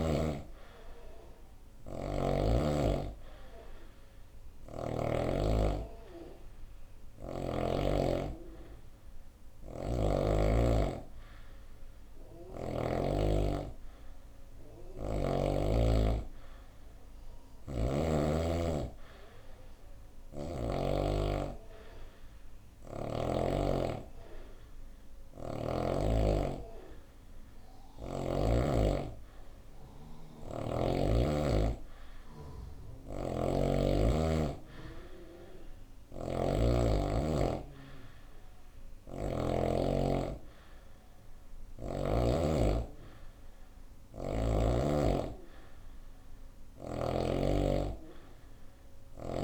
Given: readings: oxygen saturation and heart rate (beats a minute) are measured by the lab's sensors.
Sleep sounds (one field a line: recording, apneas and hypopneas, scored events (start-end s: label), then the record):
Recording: breathing in sleep by a room microphone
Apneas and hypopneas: none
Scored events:
1.00-4.50 s: snoring (device-marked)
9.00-12.50 s: snoring (device-marked)
29.50-39.00 s: snoring (device-marked)
From the record:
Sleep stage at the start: N2 (light sleep)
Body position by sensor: on the right side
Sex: female